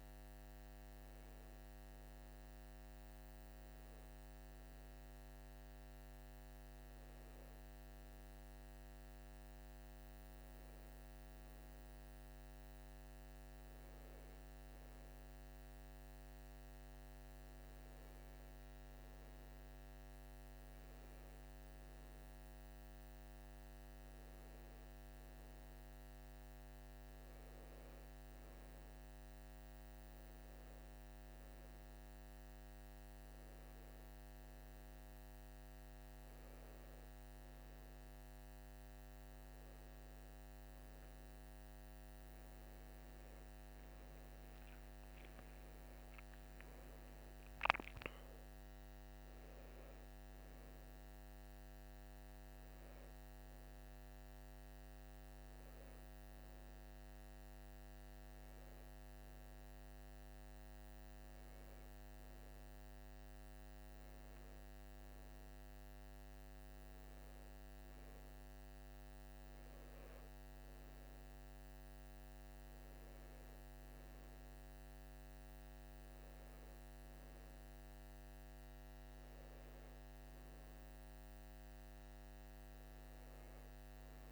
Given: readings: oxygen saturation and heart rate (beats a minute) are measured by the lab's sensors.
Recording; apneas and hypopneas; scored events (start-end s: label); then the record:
breathing in sleep, hard to hear, by a microphone on the trachea; none
none scored
From the record:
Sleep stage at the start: N2 (light sleep); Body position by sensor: on the right side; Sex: male